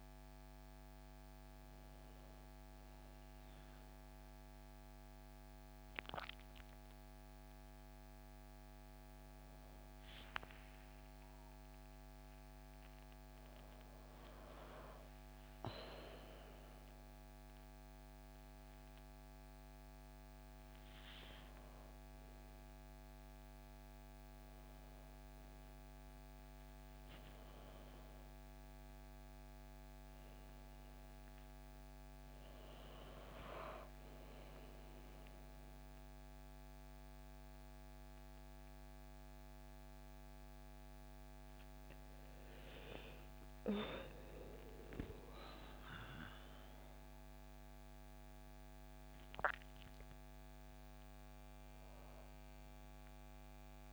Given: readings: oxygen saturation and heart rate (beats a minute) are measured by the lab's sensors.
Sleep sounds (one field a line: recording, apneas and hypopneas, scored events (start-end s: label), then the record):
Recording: breathing in sleep by a microphone on the trachea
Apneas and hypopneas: none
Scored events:
10.00-13.50 s: arousal
41.00-53.93 s: new sleep stage, awake
From the record:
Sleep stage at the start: N1 (lightest sleep)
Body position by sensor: on the back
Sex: female